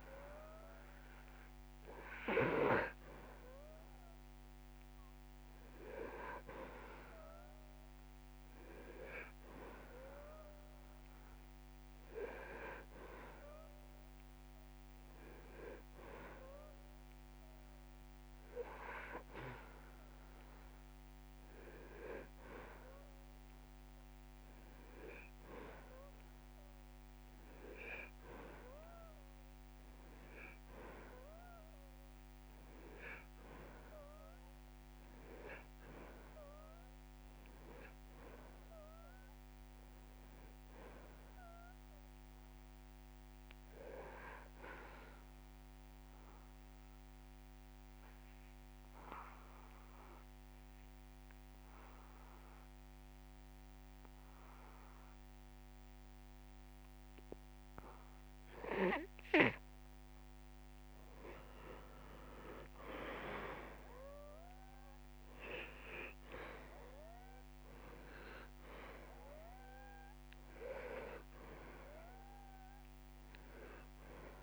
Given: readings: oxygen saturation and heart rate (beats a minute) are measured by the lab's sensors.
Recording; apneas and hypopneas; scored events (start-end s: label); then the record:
breathing in sleep by a microphone on the trachea; 1
0.00-11.00 s: oxygen desaturation (device-marked, oxygen 98% before, 92% lowest)
38.50-41.50 s: arousal
45.50-60.50 s: obstructive apnea (oxygen 97% before, 87% lowest)
51.50-53.50 s: long interval between heartbeats (device-marked)
62.00-65.00 s: arousal
66.00-74.43 s: oxygen desaturation (device-marked, oxygen 97% before, 87% lowest)
From the record:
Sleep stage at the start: N2 (light sleep); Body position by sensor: on the back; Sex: male